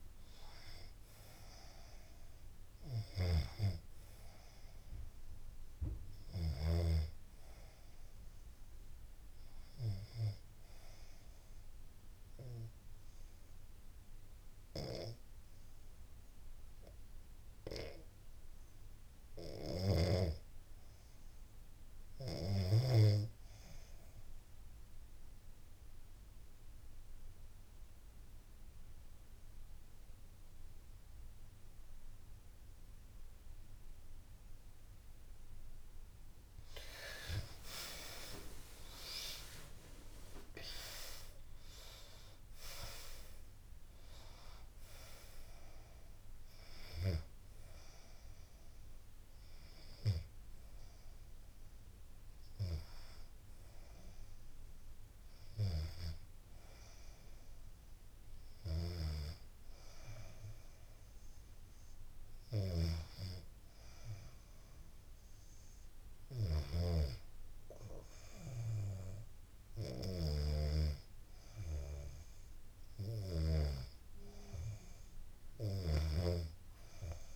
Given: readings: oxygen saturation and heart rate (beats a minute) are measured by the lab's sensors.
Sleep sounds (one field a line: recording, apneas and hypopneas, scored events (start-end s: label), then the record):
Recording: breathing in sleep by a room microphone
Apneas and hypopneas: 1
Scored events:
0.00-11.50 s: oxygen desaturation (device-marked, oxygen 88% lowest, heart rate 70 extreme)
23.00-34.50 s: obstructive apnea (oxygen 97% before, 85% lowest, heart rate 78 before, 70 extreme, up 33 after)
24.50-56.50 s: oxygen desaturation (device-marked, oxygen 97% before, 85% lowest, heart rate 77 before, 70 extreme)
35.50-39.00 s: arousal
From the record:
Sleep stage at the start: REM sleep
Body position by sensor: on the back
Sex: female